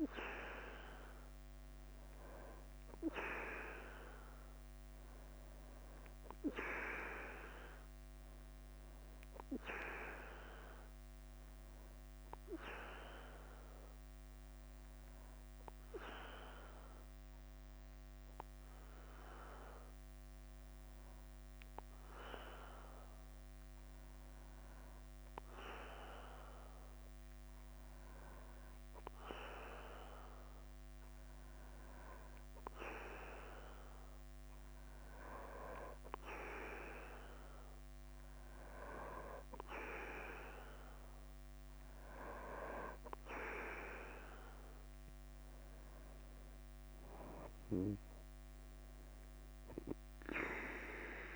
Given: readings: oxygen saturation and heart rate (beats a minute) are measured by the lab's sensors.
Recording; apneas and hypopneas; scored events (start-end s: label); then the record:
breathing in sleep by a microphone on the trachea; 1
0.00-51.36 s: bradycardia (device-marked, heart rate 44 extreme)
2.50-6.50 s: arousal
14.00-29.50 s: hypopnea (oxygen 97% before, 93% lowest, heart rate 52 before, 49 extreme, up 1 after)
32.00-35.50 s: arousal
39.00-51.36 s: oxygen desaturation (device-marked, oxygen 96% before, 93% lowest, heart rate 51 before, 47 extreme)
From the record:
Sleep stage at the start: N2 (light sleep); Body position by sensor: on the back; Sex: male